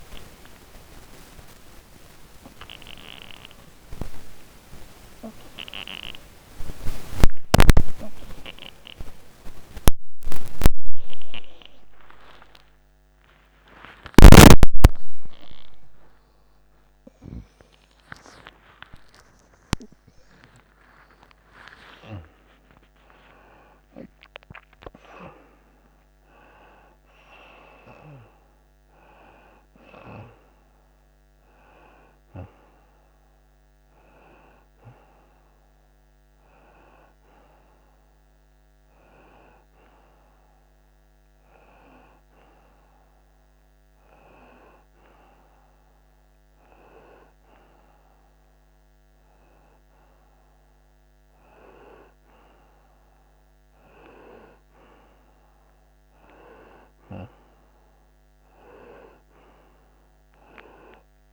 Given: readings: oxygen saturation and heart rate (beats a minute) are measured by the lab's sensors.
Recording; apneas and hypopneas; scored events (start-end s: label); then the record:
a person awake in a sleep study, by a microphone on the trachea; none
27.00-45.00 s: oxygen desaturation (device-marked, oxygen 93% before, 87% lowest)
36.00-61.33 s: new sleep stage, N1 (lightest sleep)
51.00-61.33 s: oxygen desaturation (device-marked, oxygen 91% before, 86% lowest)
From the record:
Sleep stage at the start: awake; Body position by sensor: on the front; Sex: male